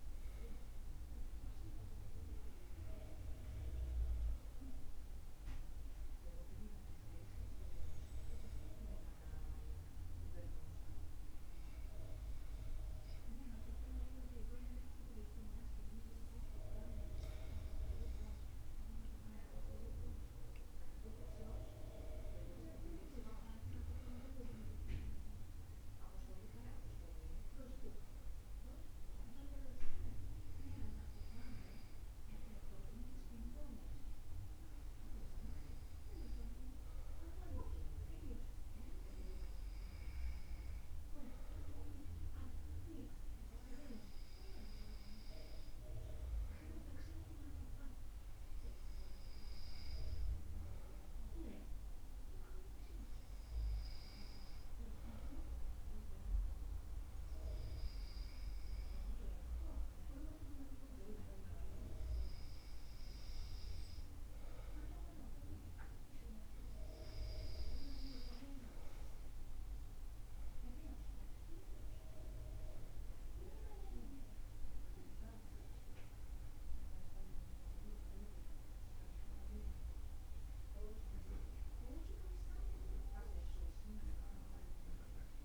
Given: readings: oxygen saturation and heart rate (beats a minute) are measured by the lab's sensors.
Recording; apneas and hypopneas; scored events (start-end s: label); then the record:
breathing in sleep by a room microphone; none
none scored
From the record:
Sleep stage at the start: N2 (light sleep); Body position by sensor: on the back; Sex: male